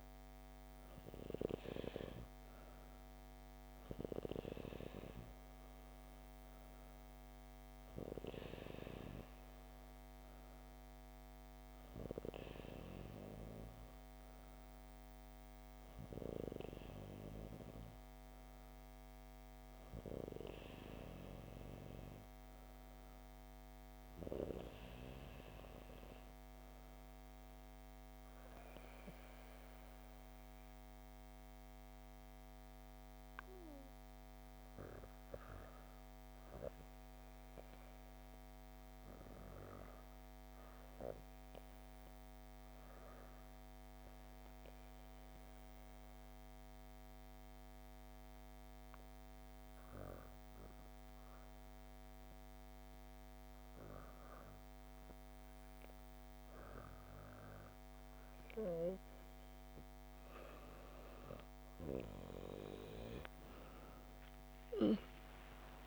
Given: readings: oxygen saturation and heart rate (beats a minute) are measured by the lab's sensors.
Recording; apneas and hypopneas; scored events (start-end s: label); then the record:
breathing in sleep by a microphone on the trachea; 1
0.00-2.00 s: arousal
43.00-55.00 s: obstructive apnea (oxygen 97% before, 94% lowest, heart rate 61 before, 62 extreme, up 7 after)
55.50-65.87 s: new sleep stage, N2 (light sleep)
63.50-65.87 s: arousal
From the record:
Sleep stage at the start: REM sleep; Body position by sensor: on the back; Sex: female